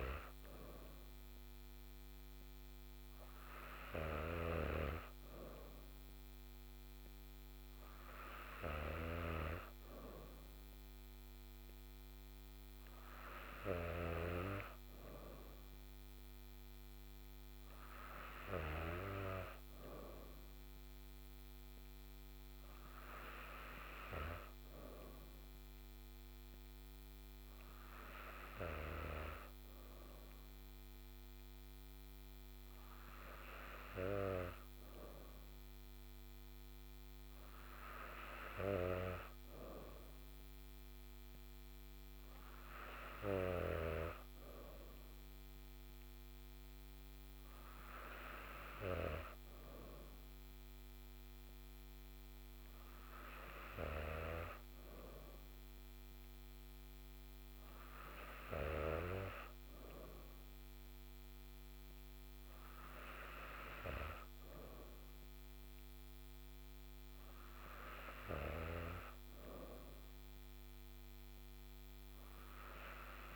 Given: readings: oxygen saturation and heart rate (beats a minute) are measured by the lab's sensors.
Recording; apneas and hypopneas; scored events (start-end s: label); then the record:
breathing in sleep by a microphone on the trachea; none
none scored
From the record:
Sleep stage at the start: N3 (deep sleep); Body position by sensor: on the back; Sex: female